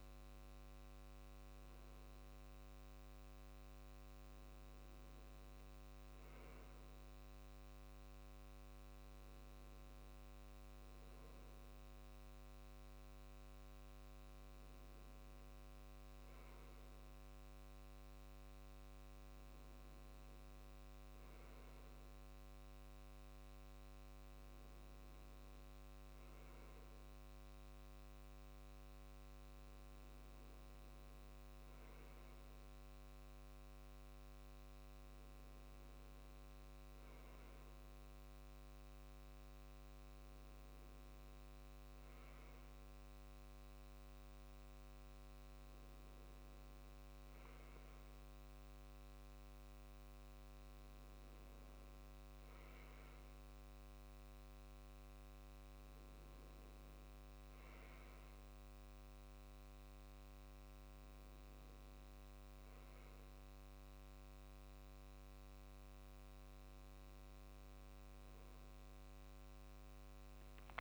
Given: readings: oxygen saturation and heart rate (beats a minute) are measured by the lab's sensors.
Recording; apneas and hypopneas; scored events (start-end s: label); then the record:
breathing in sleep, hard to hear, by a microphone on the trachea; none
none scored
From the record:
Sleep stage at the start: N2 (light sleep); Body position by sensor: on the left side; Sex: male